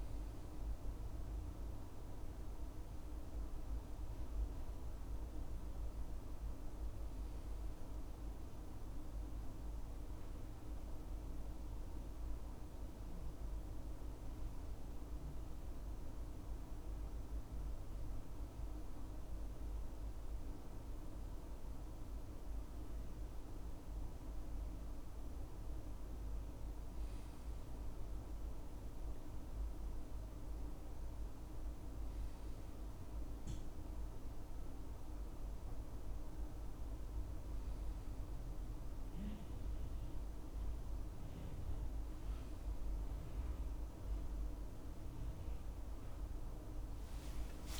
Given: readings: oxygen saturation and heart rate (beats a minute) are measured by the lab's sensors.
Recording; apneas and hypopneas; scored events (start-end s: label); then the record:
a person awake in a sleep study, hard to hear, by a room microphone; none
none scored
From the record:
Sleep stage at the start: awake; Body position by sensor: on the back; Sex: male